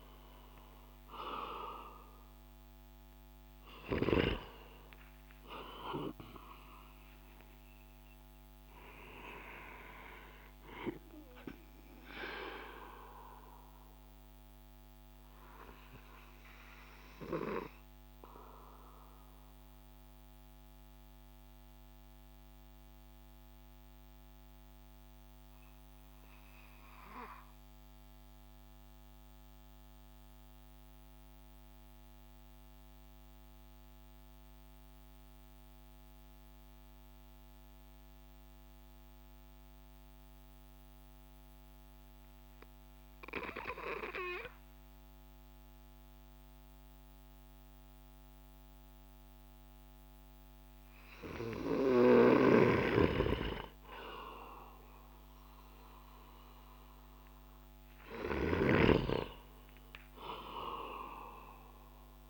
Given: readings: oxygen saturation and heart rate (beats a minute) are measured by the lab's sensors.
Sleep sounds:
breathing in sleep by a microphone on the trachea; 1
0.00-4.00 s: arousal
0.00-28.50 s: oxygen desaturation (device-marked, oxygen 91% lowest)
13.00-52.50 s: mixed apnea (oxygen 97% before, 91% lowest)
46.50-48.50 s: oxygen desaturation (device-marked, oxygen 98% before, 96% lowest)
54.00-57.50 s: arousal
From the record:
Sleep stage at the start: N2 (light sleep); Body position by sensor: on the back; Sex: male

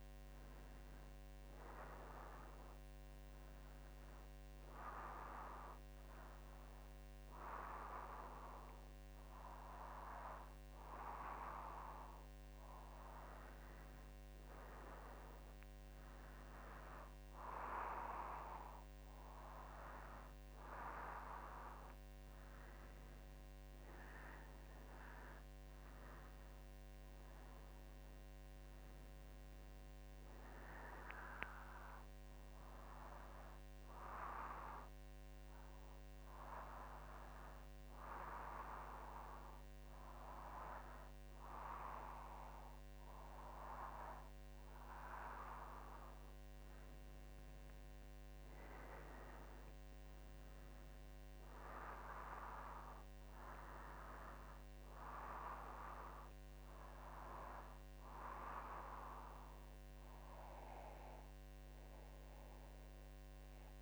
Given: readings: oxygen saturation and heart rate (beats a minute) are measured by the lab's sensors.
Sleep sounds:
breathing in sleep by a microphone on the trachea; none
none scored
From the record:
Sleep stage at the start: N2 (light sleep); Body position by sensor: on the back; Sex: female

